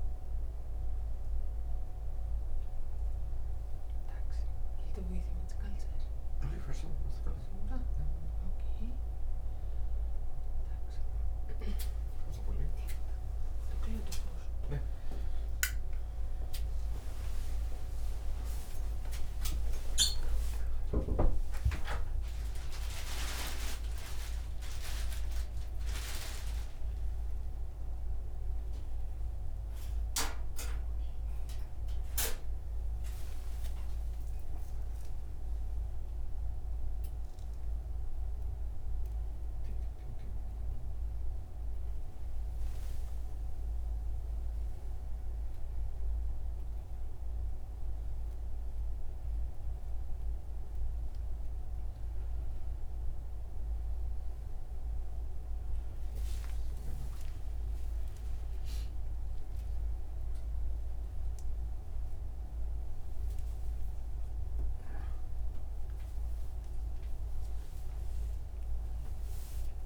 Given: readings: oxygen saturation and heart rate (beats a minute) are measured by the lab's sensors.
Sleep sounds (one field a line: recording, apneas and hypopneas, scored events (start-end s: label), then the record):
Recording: a person awake in a sleep study, by a room microphone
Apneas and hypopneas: none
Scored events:
0.00-28.00 s: oxygen desaturation (device-marked, oxygen 93% lowest)
From the record:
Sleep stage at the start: awake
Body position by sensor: on the front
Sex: male